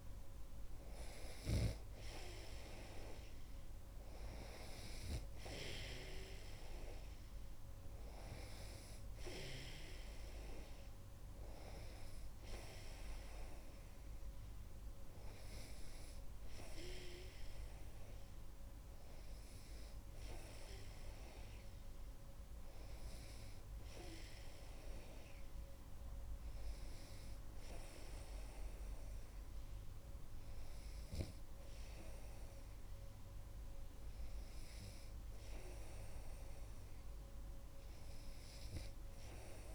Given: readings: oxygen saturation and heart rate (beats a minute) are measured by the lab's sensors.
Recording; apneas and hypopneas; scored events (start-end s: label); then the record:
breathing in sleep by a room microphone; none
none scored
From the record:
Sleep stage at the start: N2 (light sleep); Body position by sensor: on the right side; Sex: male